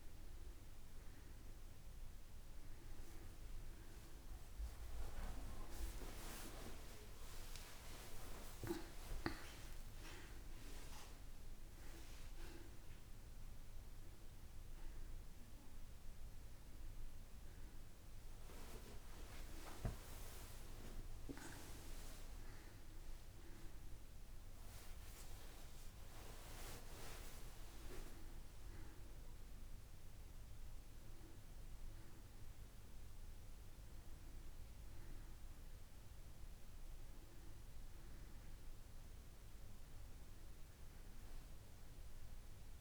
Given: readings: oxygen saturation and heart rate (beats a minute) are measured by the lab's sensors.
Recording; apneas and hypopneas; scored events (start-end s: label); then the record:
a person awake in a sleep study, by a room microphone; none
none scored
From the record:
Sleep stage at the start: awake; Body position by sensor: on the back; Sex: female